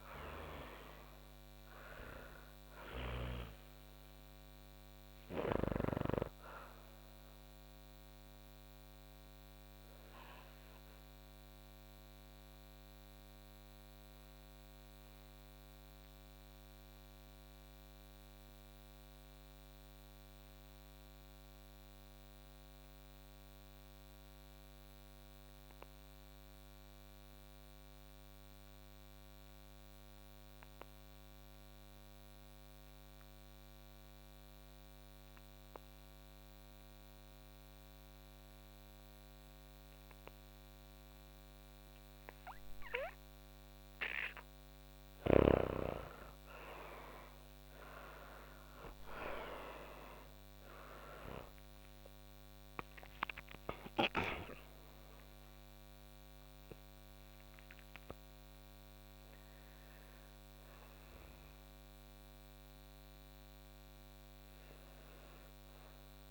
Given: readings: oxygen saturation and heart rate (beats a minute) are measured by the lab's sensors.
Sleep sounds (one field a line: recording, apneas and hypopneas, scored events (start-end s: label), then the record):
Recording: breathing in sleep by a microphone on the trachea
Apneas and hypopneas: 1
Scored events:
0.00-16.50 s: oxygen desaturation (device-marked, oxygen 87% lowest)
8.50-42.00 s: obstructive apnea (oxygen 98% before, 84% lowest, heart rate 46 before, 29 extreme, up 11 after)
34.50-66.31 s: oxygen desaturation (device-marked, oxygen 98% before, 84% lowest, heart rate 41 before, 39 extreme)
49.50-56.50 s: arousal
From the record:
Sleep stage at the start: N2 (light sleep)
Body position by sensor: on the back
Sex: female